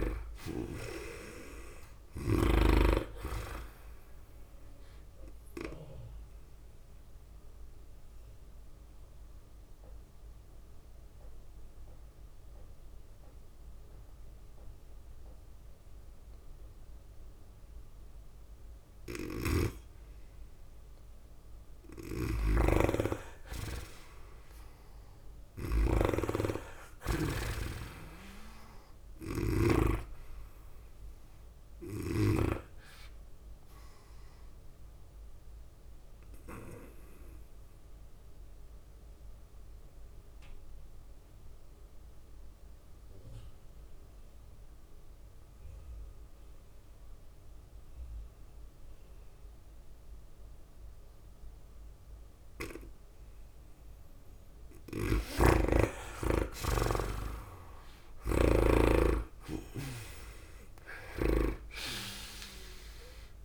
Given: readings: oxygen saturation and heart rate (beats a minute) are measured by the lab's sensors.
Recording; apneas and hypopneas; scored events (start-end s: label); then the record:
breathing in sleep by a room microphone; 2
0.00-2.00 s: arousal
0.00-3.00 s: snoring (device-marked)
0.00-11.00 s: tachycardia (device-marked, heart rate 100 before, 105 extreme)
0.00-15.00 s: drop in pulse transit time (device-marked, heart rate 95 before, 99 extreme)
0.00-17.00 s: oxygen desaturation (device-marked, oxygen 81% lowest, heart rate 92 extreme)
7.50-18.50 s: obstructive apnea (oxygen 99% before, 81% lowest, heart rate 97 before, 96 extreme, up 1 after)
19.50-30.00 s: snoring (device-marked)
21.50-25.50 s: arousal
25.00-43.00 s: oxygen desaturation (device-marked, oxygen 97% before, 86% lowest, heart rate 100 before, 96 extreme)
26.00-37.00 s: tachycardia (device-marked, heart rate 100 before, 104 extreme)
35.00-53.00 s: obstructive apnea (oxygen 97% before, 82% lowest, heart rate 99 before, 96 extreme, up 4 after)
54.00-63.45 s: oxygen desaturation (device-marked, oxygen 98% before, 82% lowest, heart rate 99 before, 96 extreme)
55.00-62.00 s: snoring (device-marked)
57.00-61.50 s: arousal
59.00-63.45 s: tachycardia (device-marked, heart rate 100 before, 105 extreme)
61.00-63.45 s: drop in pulse transit time (device-marked, heart rate 98 before, 99 extreme)
From the record:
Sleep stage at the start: N2 (light sleep); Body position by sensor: on the right side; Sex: female